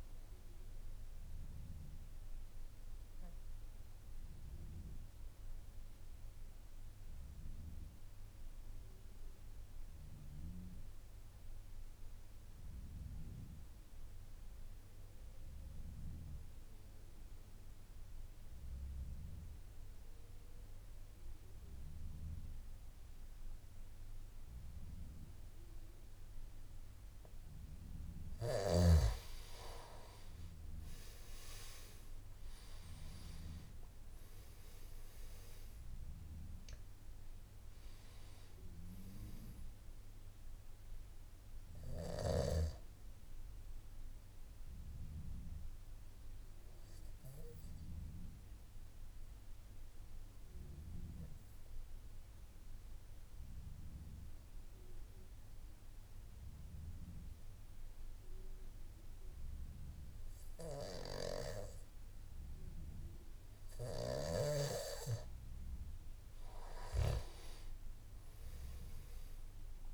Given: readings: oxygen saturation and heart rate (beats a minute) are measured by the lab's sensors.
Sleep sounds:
breathing in sleep by a room microphone; 2
1.00-27.00 s: obstructive apnea (oxygen 97% before, 86% lowest, heart rate 57 before, 52 extreme, up 12 after)
21.50-69.94 s: new sleep stage, N3 (deep sleep)
28.50-59.50 s: oxygen desaturation (device-marked, oxygen 98% before, 86% lowest, heart rate 54 before, 51 extreme)
45.00-64.00 s: obstructive apnea (oxygen 98% before, 86% lowest, heart rate 59 before, 51 extreme, up 6 after)
From the record:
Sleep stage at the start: N2 (light sleep); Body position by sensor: on the back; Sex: male

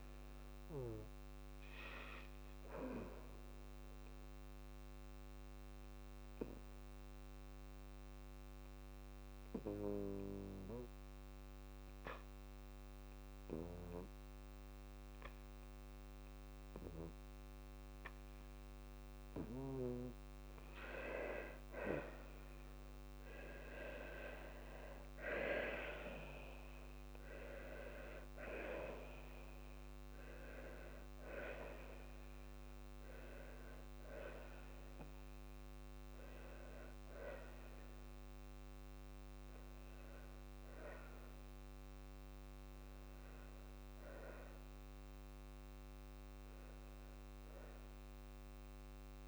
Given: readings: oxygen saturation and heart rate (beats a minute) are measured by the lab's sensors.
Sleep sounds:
breathing in sleep by a microphone on the trachea; 1
0.00-1.50 s: arousal
3.50-19.00 s: obstructive apnea (oxygen 97% before, 94% lowest, heart rate 55 before, 49 extreme, up 28 after)
15.00-17.00 s: long interval between heartbeats (device-marked, heart rate 54 before, 54 extreme)
21.00-25.00 s: arousal
24.50-26.50 s: long interval between heartbeats (device-marked, heart rate 54 before, 58 extreme)
26.50-28.50 s: long interval between heartbeats (device-marked, heart rate 55 before, 77 extreme)
From the record:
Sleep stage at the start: N2 (light sleep); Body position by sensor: on the back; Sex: female

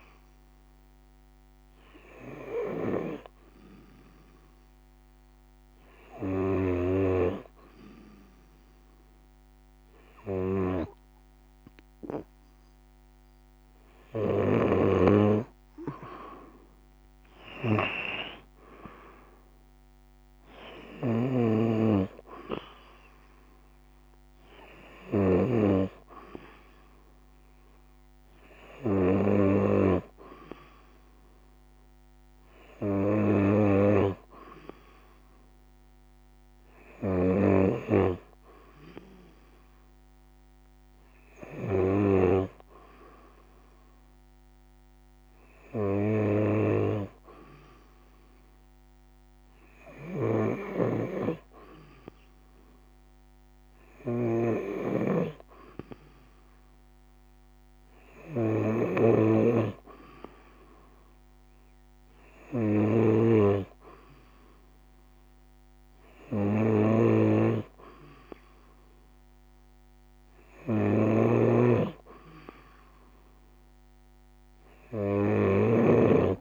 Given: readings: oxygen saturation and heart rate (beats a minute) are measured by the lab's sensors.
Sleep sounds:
breathing in sleep by a microphone on the trachea; 1
1.00-13.50 s: hypopnea (oxygen 93% before, 90% lowest, heart rate 69 before, 64 extreme, up 8 after)
5.50-76.41 s: snoring (device-marked)
17.50-21.50 s: arousal
From the record:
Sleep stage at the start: N2 (light sleep); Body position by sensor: on the right side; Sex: female

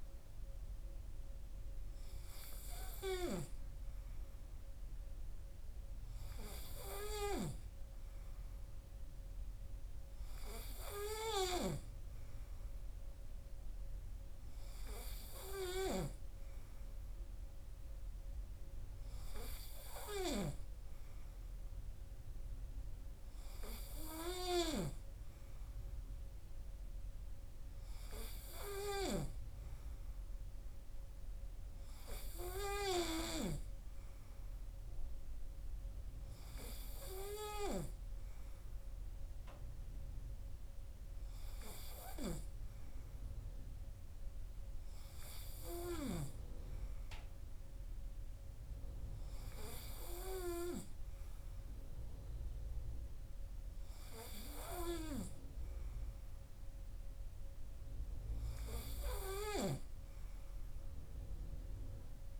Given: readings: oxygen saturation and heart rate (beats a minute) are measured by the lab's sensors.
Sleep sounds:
breathing in sleep by a room microphone; none
none scored
From the record:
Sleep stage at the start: N3 (deep sleep); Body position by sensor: on the right side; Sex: male

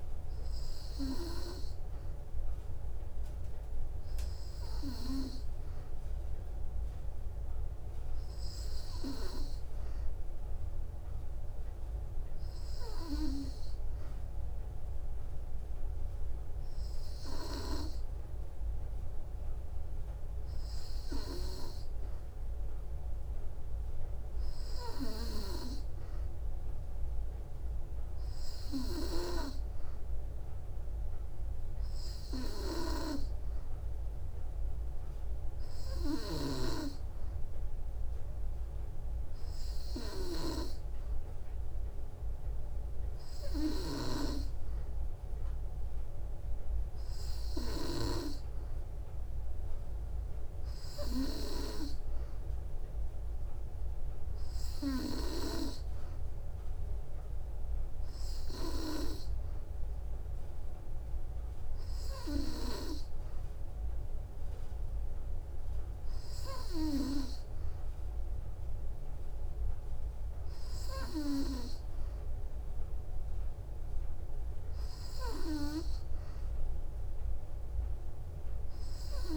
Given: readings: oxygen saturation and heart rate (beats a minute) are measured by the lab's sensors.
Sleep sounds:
breathing in sleep by a room microphone; none
none scored
From the record:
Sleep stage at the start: N2 (light sleep); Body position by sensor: on the back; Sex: female

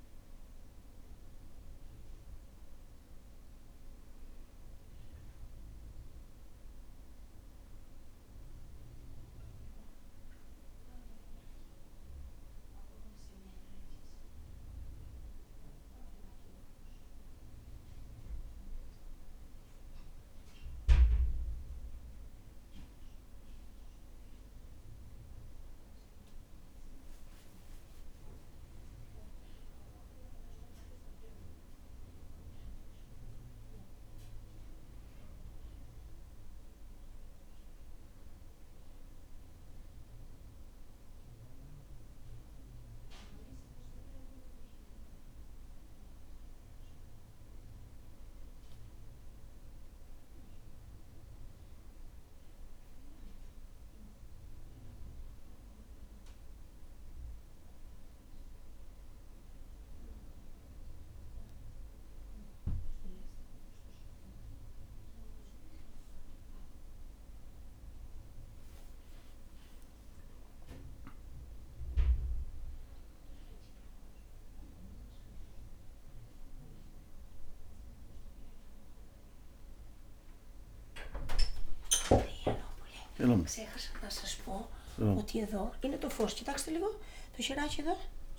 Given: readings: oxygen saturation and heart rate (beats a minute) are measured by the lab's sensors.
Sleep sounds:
breathing in sleep by a room microphone; none
none scored
From the record:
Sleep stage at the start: N1 (lightest sleep); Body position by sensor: on the back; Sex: male

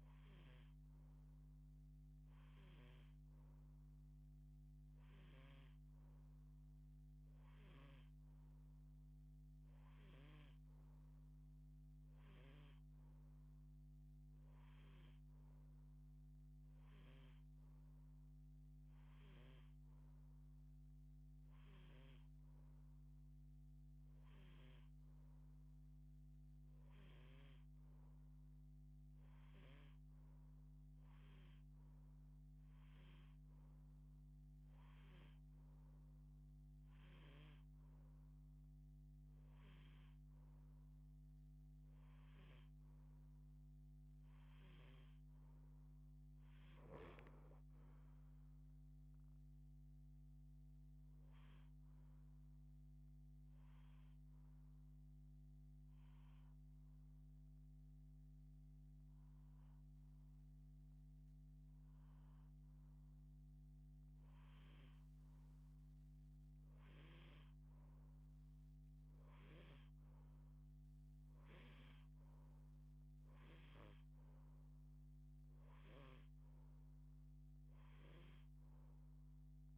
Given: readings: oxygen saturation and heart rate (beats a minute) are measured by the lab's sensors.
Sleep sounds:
breathing in sleep by a microphone on the trachea; none
none scored
From the record:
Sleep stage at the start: N2 (light sleep); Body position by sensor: on the left side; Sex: female

